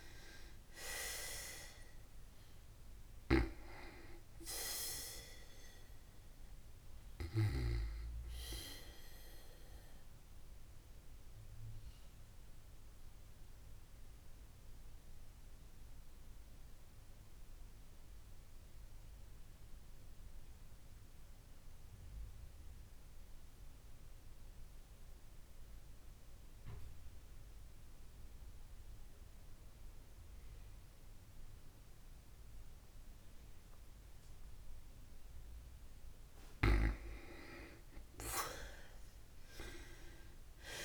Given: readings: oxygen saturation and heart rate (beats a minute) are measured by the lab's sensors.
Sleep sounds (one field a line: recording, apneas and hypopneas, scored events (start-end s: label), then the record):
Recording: breathing in sleep by a room microphone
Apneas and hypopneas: 1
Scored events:
2.50-37.50 s: oxygen desaturation (device-marked, oxygen 98% before, 84% lowest, heart rate 55 before, 53 extreme)
10.50-34.00 s: obstructive apnea (oxygen 98% before, 84% lowest, heart rate 57 before, 53 extreme, up 3 after)
38.00-40.85 s: arousal
From the record:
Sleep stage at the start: N2 (light sleep)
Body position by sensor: on the back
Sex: female